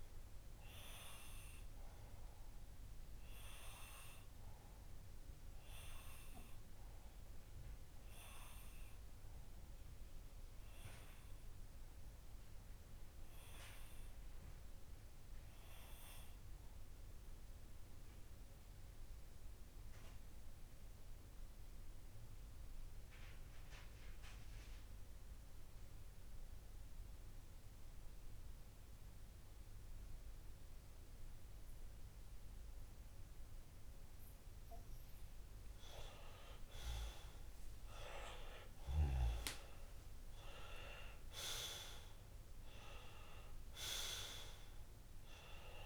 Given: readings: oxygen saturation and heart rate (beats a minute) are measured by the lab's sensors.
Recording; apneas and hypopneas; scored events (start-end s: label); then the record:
breathing in sleep by a room microphone; 1
0.00-10.50 s: oxygen desaturation (device-marked, oxygen 95% lowest)
4.00-34.50 s: obstructive apnea (oxygen 99% before, 94% lowest)
15.50-26.50 s: oxygen desaturation (device-marked, oxygen 97% before, 94% lowest)
36.50-40.50 s: arousal
37.50-45.86 s: oxygen desaturation (device-marked, oxygen 99% before, 95% lowest)
From the record:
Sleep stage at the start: N2 (light sleep); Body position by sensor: on the left side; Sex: male